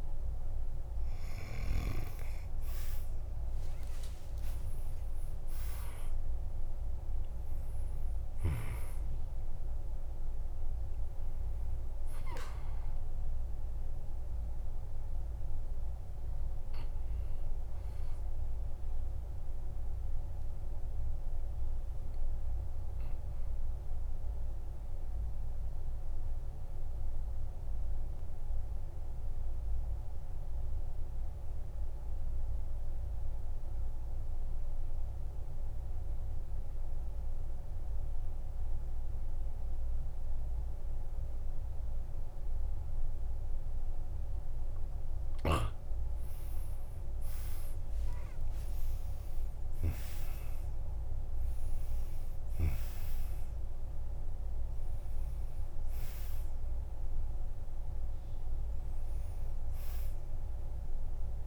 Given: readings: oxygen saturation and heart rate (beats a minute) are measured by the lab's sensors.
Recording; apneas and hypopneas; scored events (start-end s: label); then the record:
breathing in sleep, hard to hear, by a room microphone; 1
0.00-21.00 s: oxygen desaturation (device-marked, oxygen 93% lowest, heart rate 47 extreme)
2.50-6.50 s: arousal
4.50-6.50 s: long interval between heartbeats (device-marked, heart rate 50 before, 81 extreme)
24.50-45.50 s: obstructive apnea (oxygen 97% before, 91% lowest, heart rate 66 before, 47 extreme, up 37 after)
46.50-51.50 s: arousal
47.00-61.47 s: oxygen desaturation (device-marked, oxygen 98% before, 91% lowest, heart rate 48 before, 45 extreme)
48.50-50.50 s: long interval between heartbeats (device-marked, heart rate 49 before, 69 extreme)
From the record:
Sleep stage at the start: N2 (light sleep); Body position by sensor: on the back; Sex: male